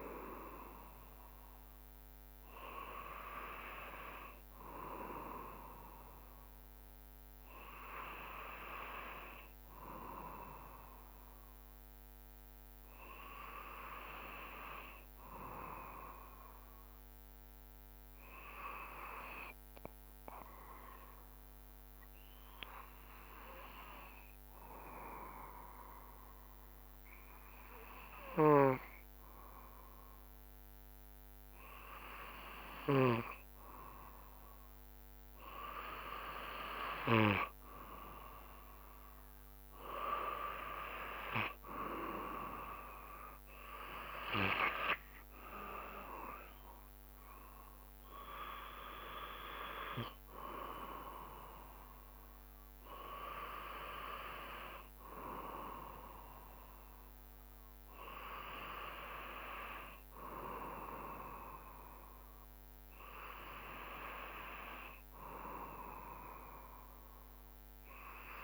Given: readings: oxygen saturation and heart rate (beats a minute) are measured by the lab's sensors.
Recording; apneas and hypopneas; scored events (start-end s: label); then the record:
breathing in sleep by a microphone on the trachea; none
61.50-65.00 s: arousal
From the record:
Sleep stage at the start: N2 (light sleep); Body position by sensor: on the back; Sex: male